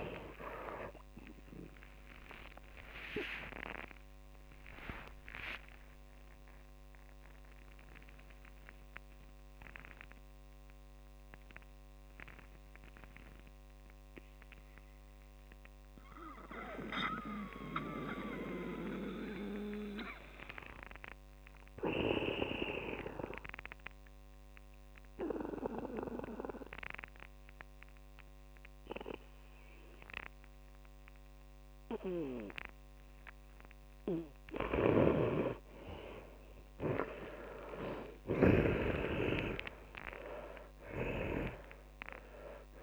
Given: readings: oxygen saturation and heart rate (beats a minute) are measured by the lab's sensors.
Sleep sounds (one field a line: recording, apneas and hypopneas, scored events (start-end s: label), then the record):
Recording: breathing in sleep by a microphone on the trachea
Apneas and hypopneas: 1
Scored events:
0.00-24.50 s: oxygen desaturation (device-marked, oxygen 70% lowest)
8.50-34.50 s: mixed apnea (oxygen 95% before, 70% lowest)
35.00-42.00 s: snoring (device-marked)
37.00-42.00 s: arousal
From the record:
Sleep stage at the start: N2 (light sleep)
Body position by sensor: on the back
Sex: male